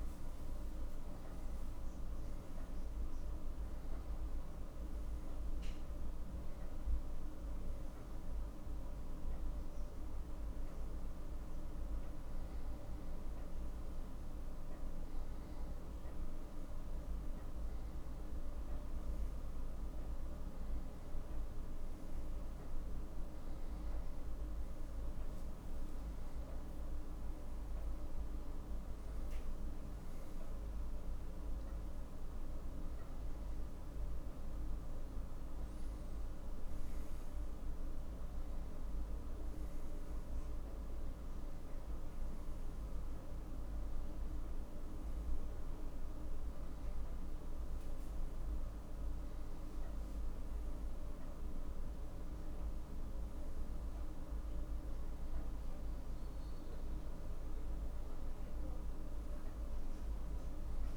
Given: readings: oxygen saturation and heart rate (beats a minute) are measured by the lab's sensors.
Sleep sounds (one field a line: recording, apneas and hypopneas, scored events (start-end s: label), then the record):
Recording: breathing in sleep, hard to hear, by a room microphone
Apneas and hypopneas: none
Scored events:
28.00-32.50 s: arousal
From the record:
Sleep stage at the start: N2 (light sleep)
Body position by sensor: on the right side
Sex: male